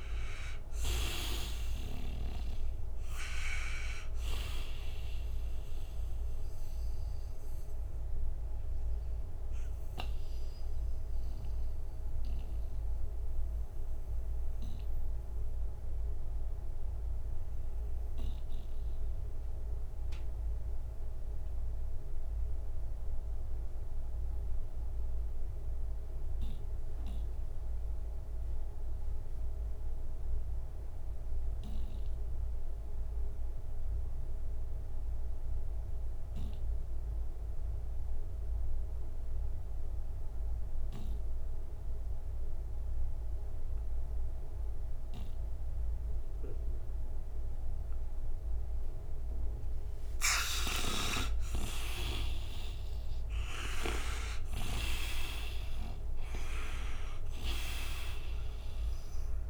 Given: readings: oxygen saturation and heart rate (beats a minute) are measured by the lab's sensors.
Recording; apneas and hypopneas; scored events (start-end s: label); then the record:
breathing in sleep by a room microphone; 1
0.00-27.50 s: oxygen desaturation (device-marked, oxygen 79% lowest, heart rate 59 extreme)
6.50-49.50 s: mixed apnea (oxygen 98% before, 77% lowest, heart rate 65 before, 59 extreme, up 9 after)
43.50-59.50 s: oxygen desaturation (device-marked, oxygen 98% before, 77% lowest, heart rate 61 before, 58 extreme)
50.50-55.00 s: arousal
From the record:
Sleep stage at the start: N2 (light sleep); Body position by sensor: on the right side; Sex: male